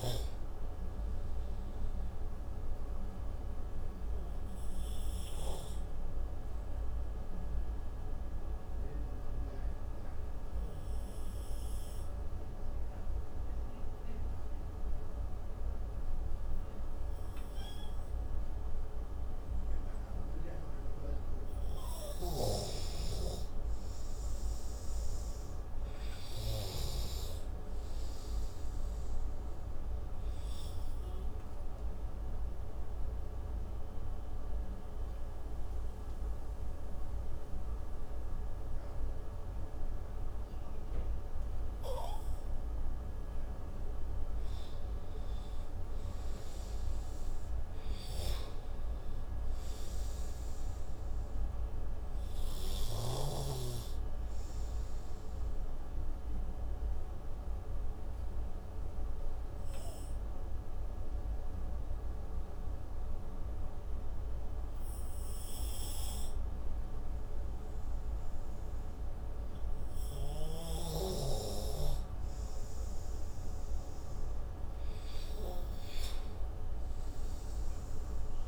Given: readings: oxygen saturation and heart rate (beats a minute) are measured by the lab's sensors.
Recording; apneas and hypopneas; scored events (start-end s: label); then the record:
breathing in sleep, hard to hear, by a room microphone; 3
2.00-21.50 s: obstructive apnea (oxygen 97% before, 88% lowest)
2.00-24.00 s: oxygen desaturation (device-marked, oxygen 97% before, 91% lowest)
23.50-26.00 s: arousal
26.00-43.00 s: oxygen desaturation (device-marked, oxygen 97% before, 88% lowest)
31.00-43.00 s: obstructive apnea (oxygen 97% before, 88% lowest)
45.50-48.50 s: arousal
53.00-69.00 s: oxygen desaturation (device-marked, oxygen 96% before, 88% lowest)
55.00-72.50 s: obstructive apnea (oxygen 97% before, 85% lowest)
73.50-76.50 s: arousal
76.00-78.48 s: oxygen desaturation (device-marked, oxygen 98% before, 92% lowest)
From the record:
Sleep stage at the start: N2 (light sleep); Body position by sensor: on the right side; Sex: male